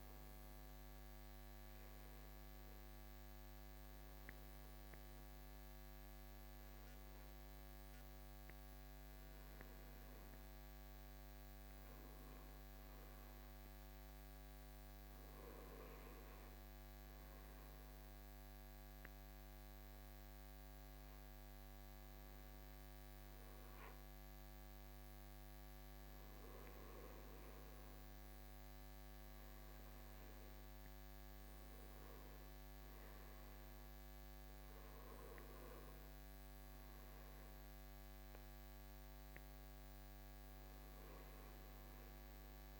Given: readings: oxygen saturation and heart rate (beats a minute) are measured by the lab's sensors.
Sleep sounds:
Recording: breathing in sleep, hard to hear, by a microphone on the trachea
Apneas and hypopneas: none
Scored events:
none scored
From the record:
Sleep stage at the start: N2 (light sleep)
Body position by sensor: on the right side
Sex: male

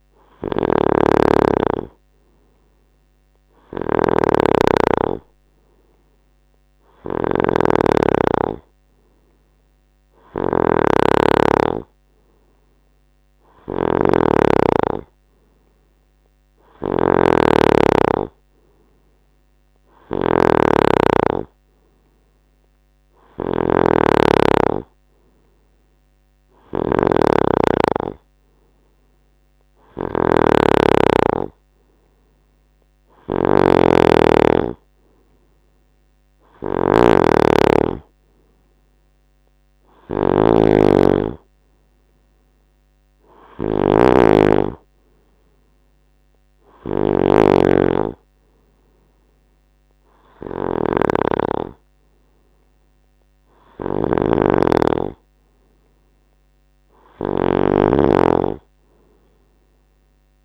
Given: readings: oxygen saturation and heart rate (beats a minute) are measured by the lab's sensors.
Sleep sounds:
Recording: breathing in sleep by a microphone on the trachea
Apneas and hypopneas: none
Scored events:
0.00-60.45 s: snoring (device-marked)
From the record:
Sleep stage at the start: N2 (light sleep)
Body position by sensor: on the right side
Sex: male

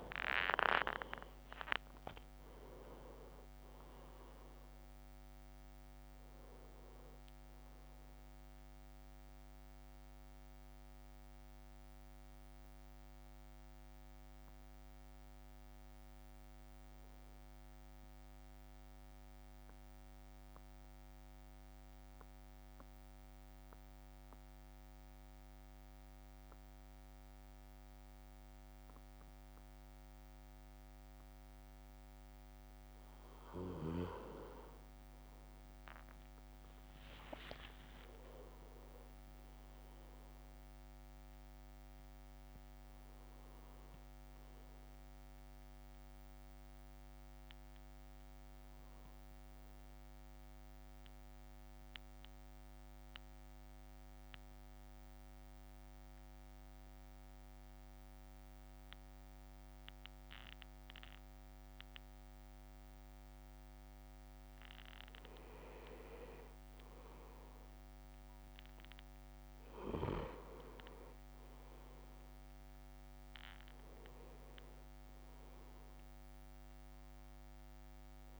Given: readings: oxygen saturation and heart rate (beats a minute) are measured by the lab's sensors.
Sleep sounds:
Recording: breathing in sleep by a microphone on the trachea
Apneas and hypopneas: 2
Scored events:
0.00-4.00 s: leg movement (device-marked)
0.00-11.00 s: oxygen desaturation (device-marked, oxygen 95% lowest, heart rate 52 extreme)
0.00-12.00 s: drop in pulse transit time (device-marked, heart rate 55 before, 54 extreme)
17.00-27.00 s: oxygen desaturation (device-marked, oxygen 96% before, 92% lowest, heart rate 57 before, 54 extreme)
19.00-34.00 s: central apnea (oxygen 99% before, 92% lowest, heart rate 57 before, 52 extreme, up 7 after)
35.00-38.00 s: leg movement (device-marked)
36.00-48.00 s: drop in pulse transit time (device-marked, heart rate 57 before, 55 extreme)
39.00-43.50 s: arousal
51.00-64.00 s: central apnea (oxygen 100% before, 95% lowest, heart rate 59 before, 51 extreme, up 5 after)
69.50-74.00 s: arousal
73.00-75.50 s: leg movement (device-marked)
73.00-78.39 s: drop in pulse transit time (device-marked, heart rate 55 before, 52 extreme)
From the record:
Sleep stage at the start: N2 (light sleep)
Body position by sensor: on the back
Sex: male

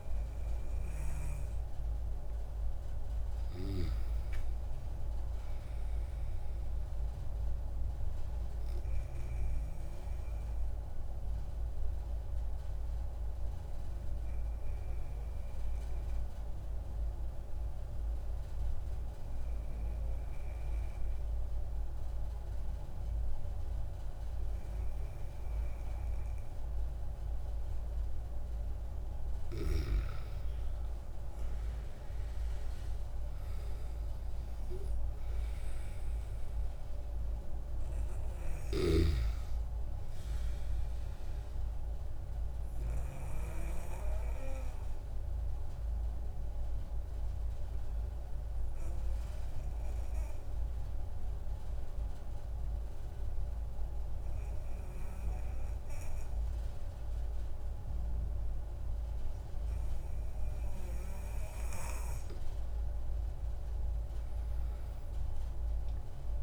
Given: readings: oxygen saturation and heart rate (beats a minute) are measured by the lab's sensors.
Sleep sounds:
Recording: breathing in sleep, hard to hear, by a room microphone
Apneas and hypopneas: 2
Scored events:
0.00-8.50 s: oxygen desaturation (device-marked, oxygen 94% lowest)
9.50-27.50 s: obstructive apnea (oxygen 97% before, 93% lowest)
29.50-49.50 s: oxygen desaturation (device-marked, oxygen 97% before, 93% lowest)
30.00-34.50 s: arousal
42.00-62.00 s: obstructive apnea (oxygen 97% before, 93% lowest)
63.50-66.43 s: arousal
From the record:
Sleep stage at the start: N2 (light sleep)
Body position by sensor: on the back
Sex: male

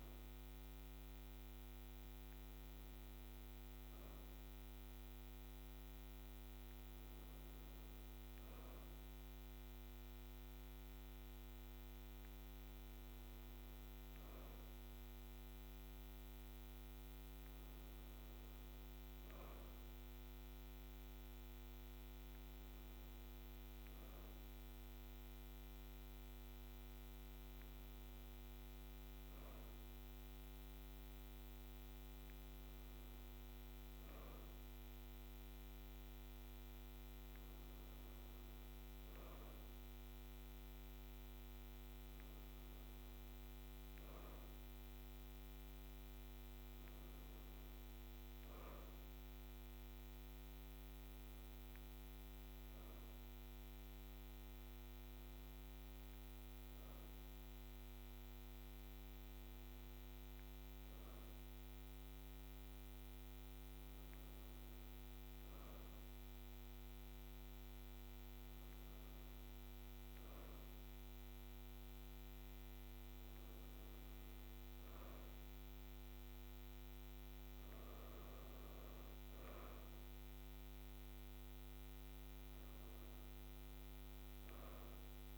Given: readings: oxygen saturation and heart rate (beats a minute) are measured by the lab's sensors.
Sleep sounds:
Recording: breathing in sleep, hard to hear, by a microphone on the trachea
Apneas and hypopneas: none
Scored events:
10.00-40.00 s: new sleep stage, N3 (deep sleep)
40.00-85.38 s: new sleep stage, N2 (light sleep)
From the record:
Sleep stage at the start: N2 (light sleep)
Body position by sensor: on the right side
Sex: female

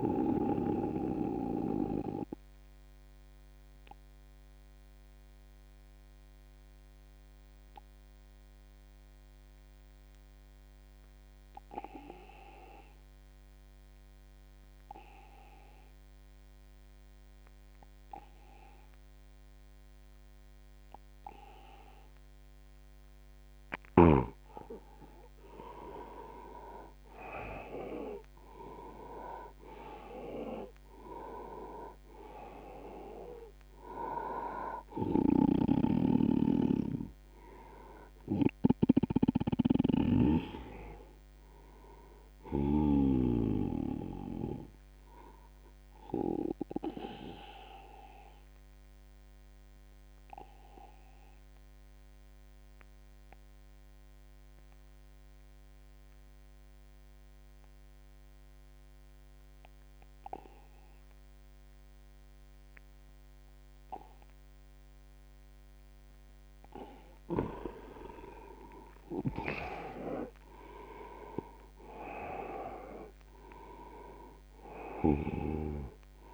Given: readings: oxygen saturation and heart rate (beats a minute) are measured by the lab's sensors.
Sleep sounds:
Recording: breathing in sleep by a microphone on the trachea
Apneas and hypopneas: 2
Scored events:
0.00-15.00 s: oxygen desaturation (device-marked, oxygen 88% lowest, heart rate 73 extreme)
1.00-23.50 s: obstructive apnea (oxygen 99% before, 84% lowest, heart rate 80 before, 73 extreme, up 16 after)
25.00-28.00 s: arousal
29.00-48.00 s: oxygen desaturation (device-marked, oxygen 98% before, 87% lowest, heart rate 82 before, 72 extreme)
35.50-43.00 s: snoring (device-marked)
45.00-65.50 s: obstructive apnea (oxygen 99% before, 84% lowest, heart rate 82 before, 72 extreme, up 7 after)
62.00-76.34 s: oxygen desaturation (device-marked, oxygen 99% before, 84% lowest, heart rate 83 before, 69 extreme)
69.00-75.00 s: arousal
From the record:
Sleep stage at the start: N2 (light sleep)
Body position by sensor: on the back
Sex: male

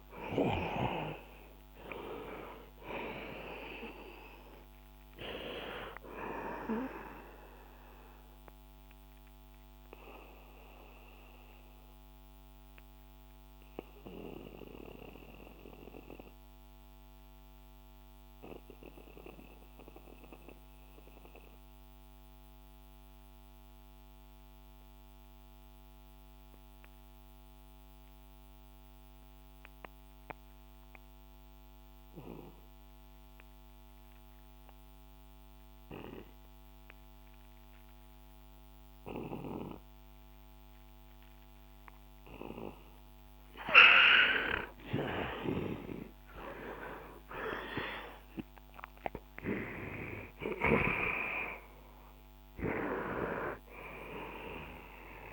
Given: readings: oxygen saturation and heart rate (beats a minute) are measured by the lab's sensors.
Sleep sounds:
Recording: breathing in sleep by a microphone on the trachea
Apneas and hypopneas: 1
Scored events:
0.00-3.00 s: arousal
8.50-42.50 s: obstructive apnea (oxygen 99% before, 87% lowest, heart rate 68 before, 59 extreme, up 11 after)
17.50-29.50 s: oxygen desaturation (device-marked, oxygen 94% before, 89% lowest, heart rate 68 before, 61 extreme)
46.50-51.00 s: arousal
From the record:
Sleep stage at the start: N2 (light sleep)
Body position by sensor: on the back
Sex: male

